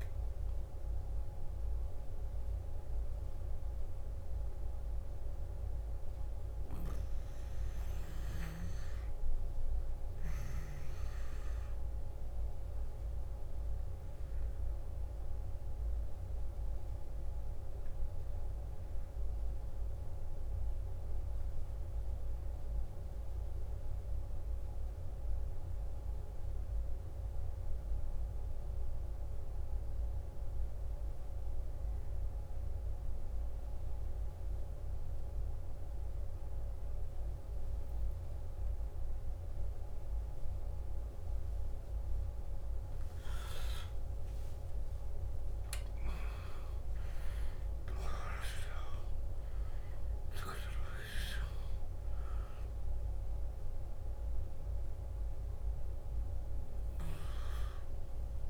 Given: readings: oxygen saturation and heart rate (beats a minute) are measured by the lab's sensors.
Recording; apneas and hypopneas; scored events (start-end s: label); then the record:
breathing in sleep, hard to hear, by a room microphone; 1
0.00-19.00 s: oxygen desaturation (device-marked, oxygen 90% lowest, heart rate 53 extreme)
3.00-42.00 s: mixed apnea (oxygen 97% before, 90% lowest, heart rate 62 before, 53 extreme, up 15 after)
35.00-58.50 s: oxygen desaturation (device-marked, oxygen 98% before, 91% lowest, heart rate 55 before, 52 extreme)
43.00-48.00 s: arousal
From the record:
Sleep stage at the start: N2 (light sleep); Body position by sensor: on the back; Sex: male